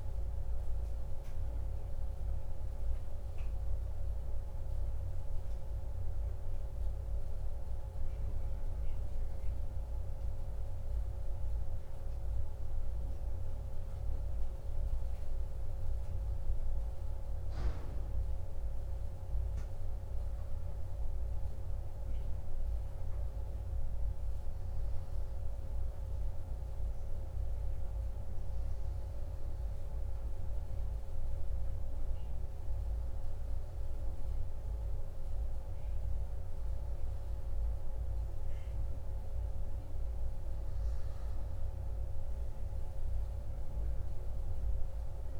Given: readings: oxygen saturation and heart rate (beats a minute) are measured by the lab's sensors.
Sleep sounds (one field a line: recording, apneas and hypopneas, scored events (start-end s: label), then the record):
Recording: breathing in sleep, hard to hear, by a room microphone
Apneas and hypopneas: none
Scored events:
none scored
From the record:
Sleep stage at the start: N1 (lightest sleep)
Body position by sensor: on the back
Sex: male